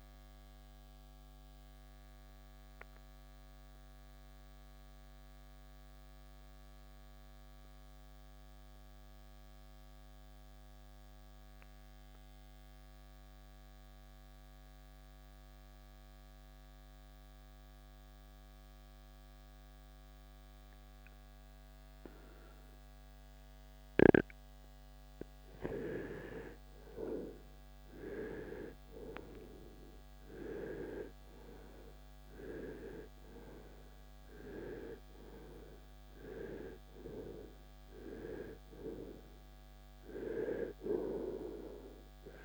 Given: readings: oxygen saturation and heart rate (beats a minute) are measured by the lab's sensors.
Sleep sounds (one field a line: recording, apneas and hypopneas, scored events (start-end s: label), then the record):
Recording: breathing in sleep by a microphone on the trachea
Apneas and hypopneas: 1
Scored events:
0.00-10.00 s: oxygen desaturation (device-marked, oxygen 78% lowest, heart rate 53 extreme)
2.00-25.50 s: obstructive apnea (oxygen 91% before, 79% lowest, heart rate 81 before, 53 extreme, up 19 after)
27.00-31.50 s: arousal
33.00-42.45 s: oxygen desaturation (device-marked, oxygen 97% before, 81% lowest, heart rate 63 before, 47 extreme)
From the record:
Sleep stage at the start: N2 (light sleep)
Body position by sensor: on the right side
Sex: male